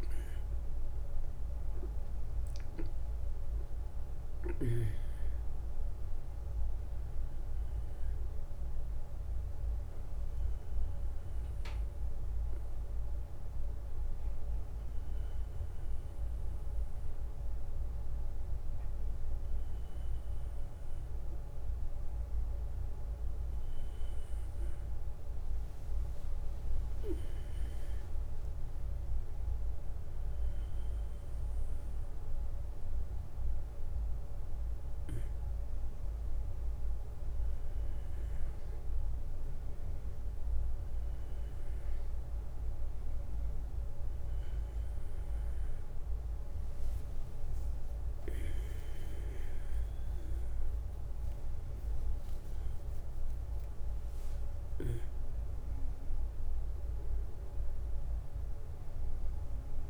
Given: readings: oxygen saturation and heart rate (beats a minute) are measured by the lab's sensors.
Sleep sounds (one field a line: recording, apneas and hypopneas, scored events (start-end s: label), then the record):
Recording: a person awake in a sleep study, hard to hear, by a room microphone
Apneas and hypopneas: none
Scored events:
none scored
From the record:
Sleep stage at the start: awake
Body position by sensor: on the back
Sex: male